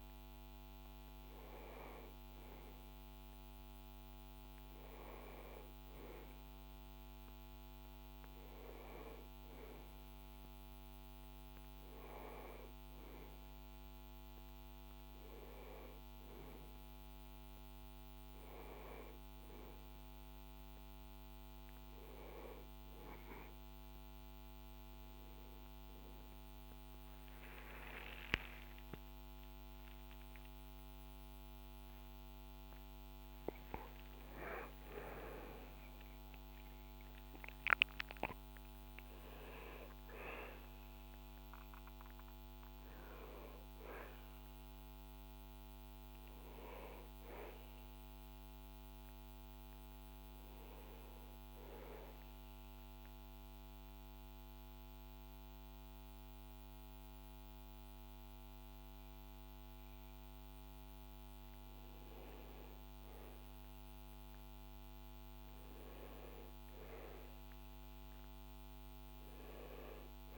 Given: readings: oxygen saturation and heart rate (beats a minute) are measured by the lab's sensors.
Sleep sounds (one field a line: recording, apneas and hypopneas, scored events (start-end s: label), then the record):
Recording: a person awake in a sleep study, by a microphone on the trachea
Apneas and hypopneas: none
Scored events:
none scored
From the record:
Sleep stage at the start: awake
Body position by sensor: on the back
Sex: male